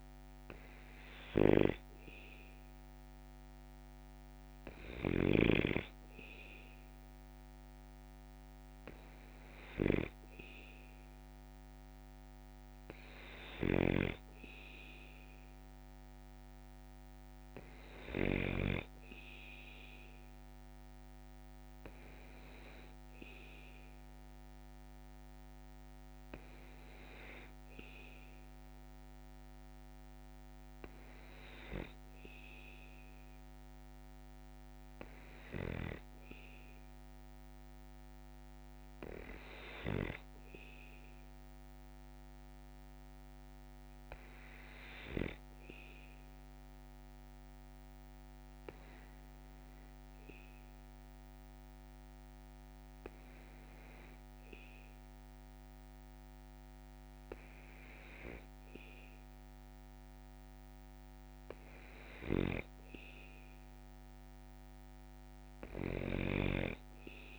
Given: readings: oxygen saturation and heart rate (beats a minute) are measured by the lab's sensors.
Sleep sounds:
breathing in sleep by a microphone on the trachea; 1
40.00-58.50 s: obstructive apnea (oxygen 97% before, 96% lowest, heart rate 54 before, 47 extreme, up 0 after)
63.50-67.39 s: arousal
From the record:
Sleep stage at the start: N2 (light sleep); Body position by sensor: on the back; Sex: male

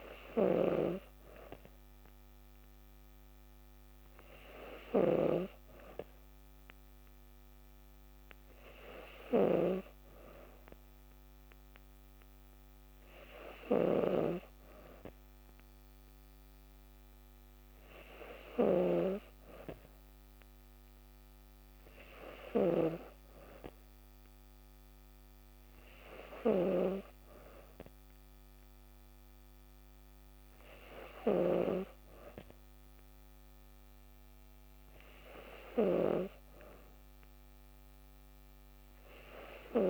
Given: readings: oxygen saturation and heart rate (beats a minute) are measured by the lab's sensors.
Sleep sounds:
breathing in sleep by a microphone on the trachea; none
0.00-5.50 s: snoring (device-marked)
14.00-31.50 s: snoring (device-marked)
From the record:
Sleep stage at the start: N2 (light sleep); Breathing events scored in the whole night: 105 in 6.2 hours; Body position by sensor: on the back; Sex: female

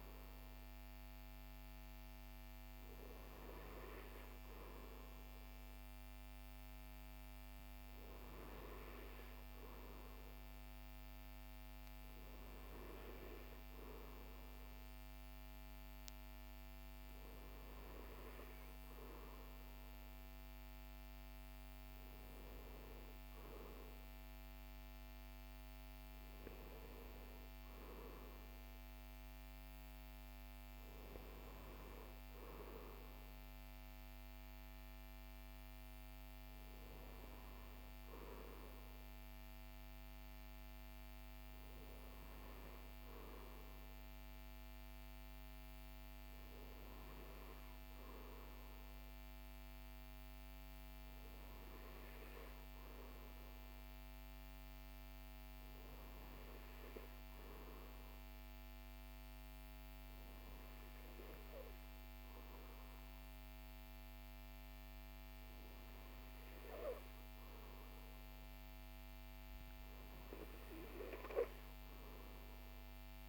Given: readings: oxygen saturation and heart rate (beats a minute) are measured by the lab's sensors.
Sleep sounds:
breathing in sleep, hard to hear, by a microphone on the trachea; none
none scored
From the record:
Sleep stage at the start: N2 (light sleep); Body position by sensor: on the right side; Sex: male

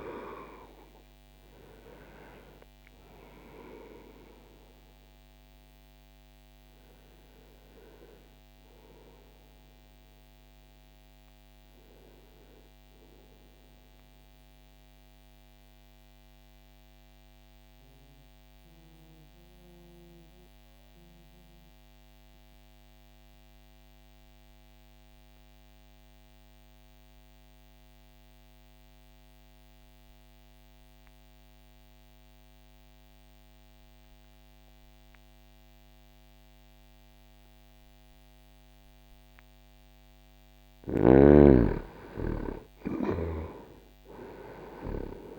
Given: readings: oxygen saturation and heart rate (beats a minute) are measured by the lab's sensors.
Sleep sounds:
breathing in sleep by a microphone on the trachea; 1
11.00-32.00 s: oxygen desaturation (device-marked, oxygen 97% before, 87% lowest, heart rate 64 before, 59 extreme)
13.50-40.50 s: mixed apnea (oxygen 98% before, 87% lowest, heart rate 64 before, 59 extreme, up 3 after)
42.50-45.39 s: arousal
From the record:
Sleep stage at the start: N2 (light sleep); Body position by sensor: on the back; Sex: male

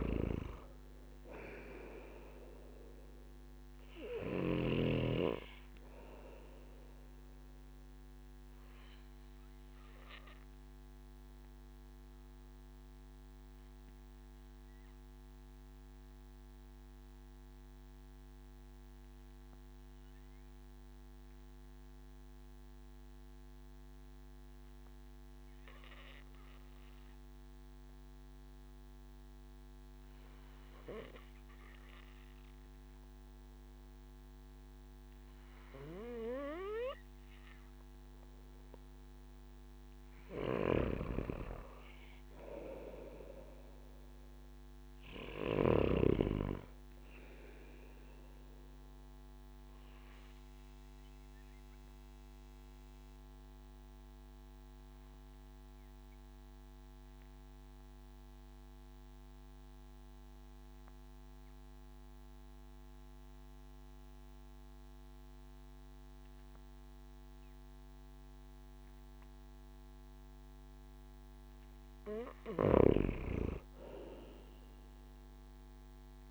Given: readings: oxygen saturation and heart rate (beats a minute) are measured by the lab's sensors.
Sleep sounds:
breathing in sleep by a microphone on the trachea; 2
0.00-3.00 s: arousal
0.00-5.00 s: snoring (device-marked)
3.00-22.00 s: oxygen desaturation (device-marked, oxygen 97% before, 93% lowest)
9.00-39.50 s: obstructive apnea (oxygen 97% before, 93% lowest)
36.00-67.00 s: oxygen desaturation (device-marked, oxygen 97% before, 93% lowest)
42.00-45.50 s: arousal
49.50-70.50 s: obstructive apnea (oxygen 97% before, 93% lowest)
73.00-76.31 s: arousal
From the record:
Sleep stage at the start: N2 (light sleep); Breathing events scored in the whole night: 270 in 4.0 hours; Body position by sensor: on the back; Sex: male

